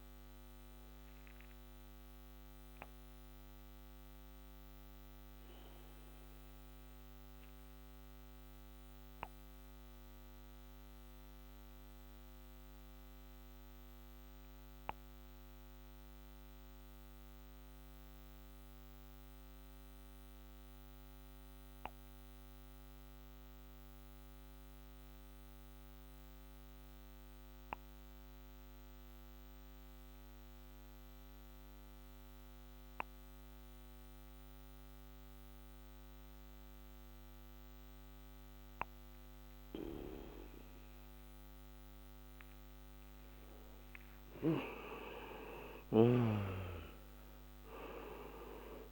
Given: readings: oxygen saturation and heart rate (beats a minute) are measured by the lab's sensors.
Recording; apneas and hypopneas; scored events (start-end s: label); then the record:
breathing in sleep by a microphone on the trachea; 1
1.00-20.00 s: oxygen desaturation (device-marked, oxygen 94% before, 85% lowest, heart rate 73 before, 57 extreme)
2.00-39.50 s: mixed apnea (oxygen 98% before, 85% lowest, heart rate 74 before, 57 extreme, up 11 after)
43.00-47.00 s: arousal
45.50-48.92 s: snoring (device-marked)
From the record:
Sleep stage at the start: N2 (light sleep); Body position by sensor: on the back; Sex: male